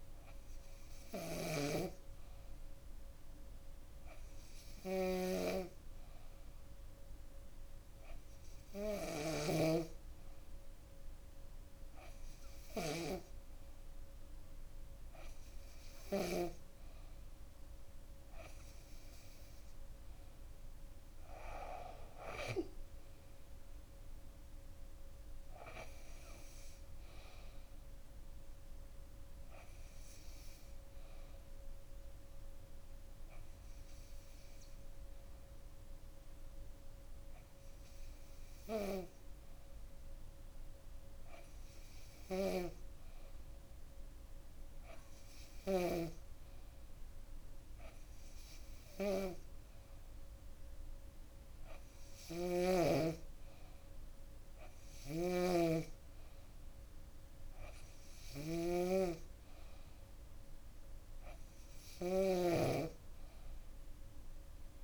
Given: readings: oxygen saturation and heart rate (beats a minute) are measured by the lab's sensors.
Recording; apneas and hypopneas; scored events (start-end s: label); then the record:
breathing in sleep by a room microphone; 1
0.00-9.00 s: snoring (device-marked)
22.00-25.50 s: arousal
30.50-41.50 s: hypopnea (oxygen 96% before, 94% lowest, heart rate 68 before, 64 extreme, up 5 after)
44.00-47.00 s: arousal
51.50-62.00 s: snoring (device-marked)
From the record:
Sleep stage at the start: N2 (light sleep); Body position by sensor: on the back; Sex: female